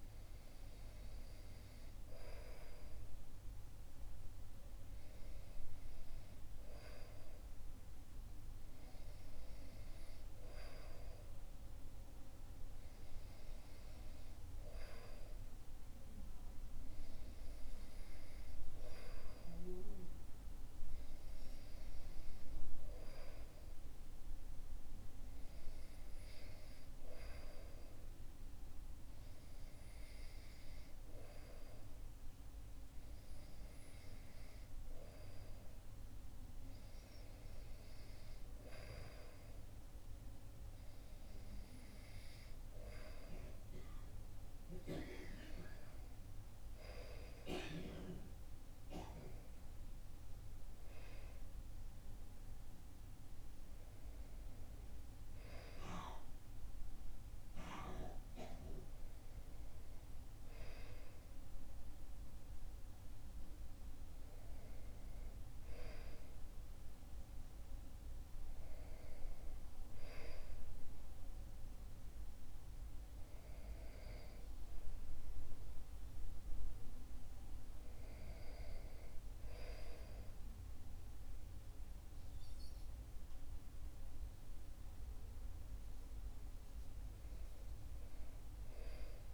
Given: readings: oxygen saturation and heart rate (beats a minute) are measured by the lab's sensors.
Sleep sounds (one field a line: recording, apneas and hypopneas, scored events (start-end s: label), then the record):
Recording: breathing in sleep by a room microphone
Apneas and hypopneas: none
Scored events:
none scored
From the record:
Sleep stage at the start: REM sleep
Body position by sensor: on the back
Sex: male